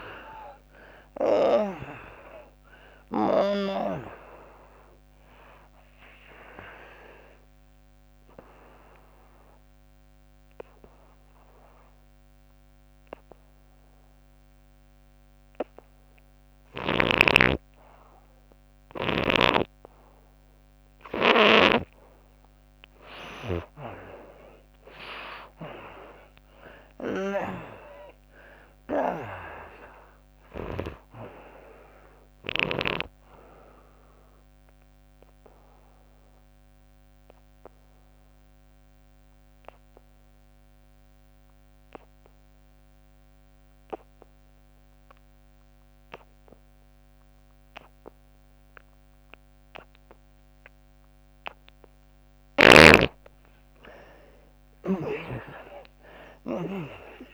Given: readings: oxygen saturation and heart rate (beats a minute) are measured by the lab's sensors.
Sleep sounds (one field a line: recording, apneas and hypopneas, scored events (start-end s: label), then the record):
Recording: breathing in sleep by a microphone on the trachea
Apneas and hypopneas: 2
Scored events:
0.00-17.00 s: oxygen desaturation (device-marked, oxygen 82% lowest, heart rate 67 extreme)
8.00-21.50 s: obstructive apnea (oxygen 98% before, 77% lowest, heart rate 92 before, 66 extreme, up 28 after)
24.50-29.00 s: arousal
31.00-39.00 s: oxygen desaturation (device-marked, oxygen 98% before, 86% lowest, heart rate 77 before, 65 extreme)
34.50-52.00 s: obstructive apnea (oxygen 98% before, 77% lowest, heart rate 80 before, 65 extreme, up 32 after)
54.50-57.34 s: arousal
54.50-57.34 s: snoring (device-marked)
From the record:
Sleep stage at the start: N2 (light sleep)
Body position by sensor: on the back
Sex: female